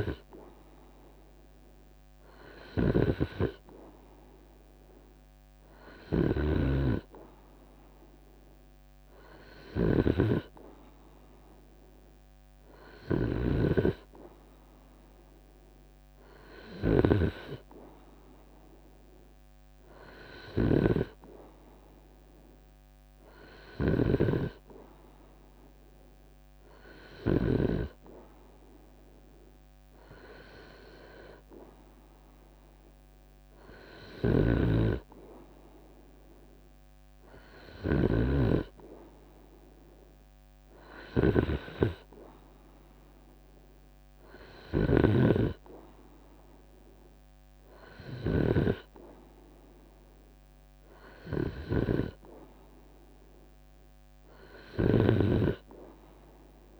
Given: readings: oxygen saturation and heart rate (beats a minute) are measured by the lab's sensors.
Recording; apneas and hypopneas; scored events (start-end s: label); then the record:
breathing in sleep by a microphone on the trachea; none
5.50-16.50 s: snoring (device-marked)
32.00-34.00 s: long interval between heartbeats (device-marked, heart rate 79 before, 77 extreme)
33.50-37.50 s: snoring (device-marked)
34.50-36.50 s: long interval between heartbeats (device-marked, heart rate 78 before, 79 extreme)
44.00-48.00 s: snoring (device-marked)
From the record:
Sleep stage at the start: N2 (light sleep); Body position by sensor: on the right side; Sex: male